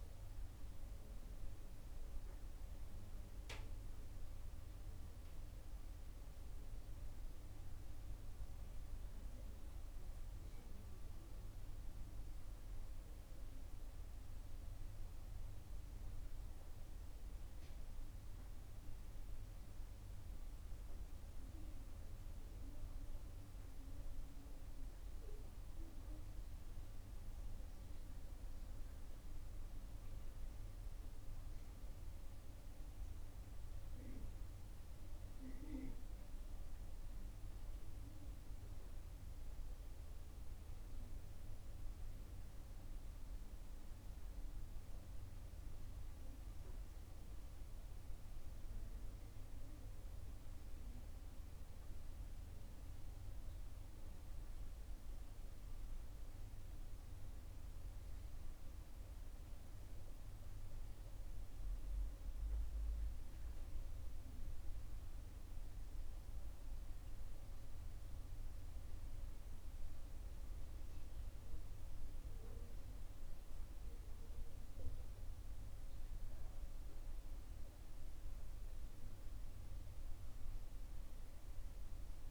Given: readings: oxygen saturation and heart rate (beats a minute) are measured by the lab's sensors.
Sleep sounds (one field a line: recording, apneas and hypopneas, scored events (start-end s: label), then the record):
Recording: a person awake in a sleep study, hard to hear, by a room microphone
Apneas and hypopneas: none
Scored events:
none scored
From the record:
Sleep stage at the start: awake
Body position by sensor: on the right side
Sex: female